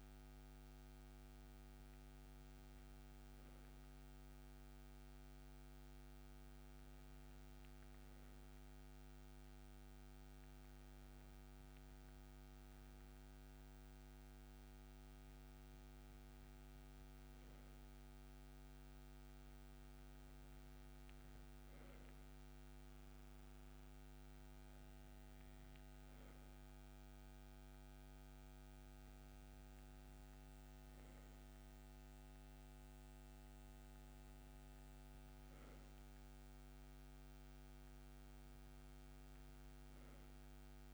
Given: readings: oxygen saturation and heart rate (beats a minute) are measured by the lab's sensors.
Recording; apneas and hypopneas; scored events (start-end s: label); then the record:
breathing in sleep, hard to hear, by a microphone on the trachea; none
36.50-40.94 s: new sleep stage, N2 (light sleep)
From the record:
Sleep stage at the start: N3 (deep sleep); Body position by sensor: on the right side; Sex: male